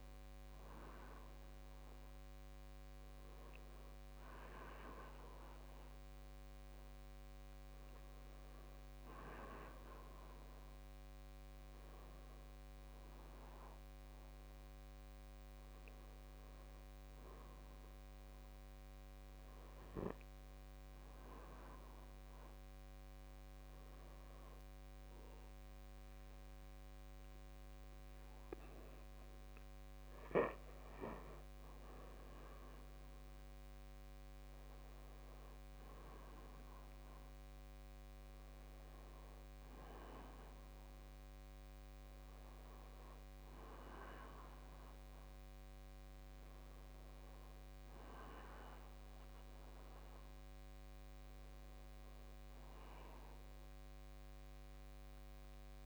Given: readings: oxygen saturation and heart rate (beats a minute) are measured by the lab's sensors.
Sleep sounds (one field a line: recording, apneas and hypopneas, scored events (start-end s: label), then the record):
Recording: breathing in sleep by a microphone on the trachea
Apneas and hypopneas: none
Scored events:
28.50-55.86 s: new sleep stage, N2 (light sleep)
From the record:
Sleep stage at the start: N1 (lightest sleep)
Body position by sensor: on the back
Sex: male